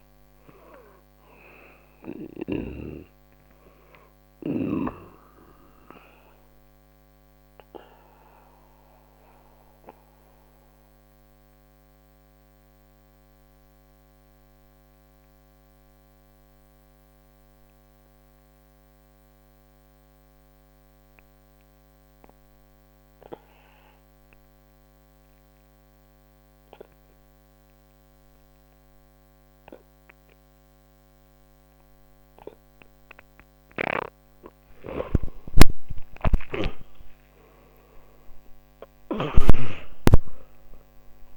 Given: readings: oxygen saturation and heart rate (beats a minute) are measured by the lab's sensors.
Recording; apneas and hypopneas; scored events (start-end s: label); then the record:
breathing in sleep by a microphone on the trachea; 1
0.00-22.00 s: oxygen desaturation (device-marked, oxygen 87% lowest, heart rate 60 extreme)
5.00-34.50 s: obstructive apnea (oxygen 98% before, 85% lowest, heart rate 65 before, 60 extreme, up 21 after)
33.00-41.37 s: oxygen desaturation (device-marked, oxygen 98% before, 85% lowest, heart rate 60 before, 61 extreme)
35.00-39.00 s: arousal
From the record:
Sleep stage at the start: N2 (light sleep); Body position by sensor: on the back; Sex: male